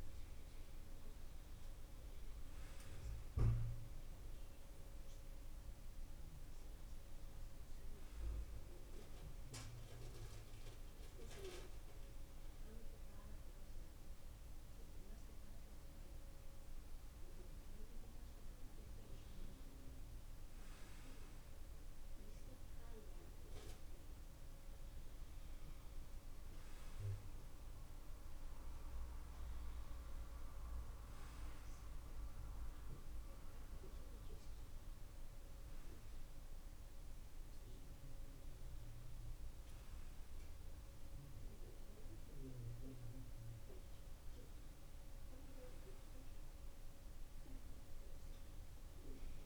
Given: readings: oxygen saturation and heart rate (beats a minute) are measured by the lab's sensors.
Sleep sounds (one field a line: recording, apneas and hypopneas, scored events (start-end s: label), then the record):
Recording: breathing in sleep, hard to hear, by a room microphone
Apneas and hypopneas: 1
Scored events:
8.00-19.00 s: obstructive apnea (oxygen 96% before, 95% lowest, heart rate 68 before, 64 extreme, up 3 after)
22.00-25.50 s: arousal
From the record:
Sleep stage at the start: N2 (light sleep)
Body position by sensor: upright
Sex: male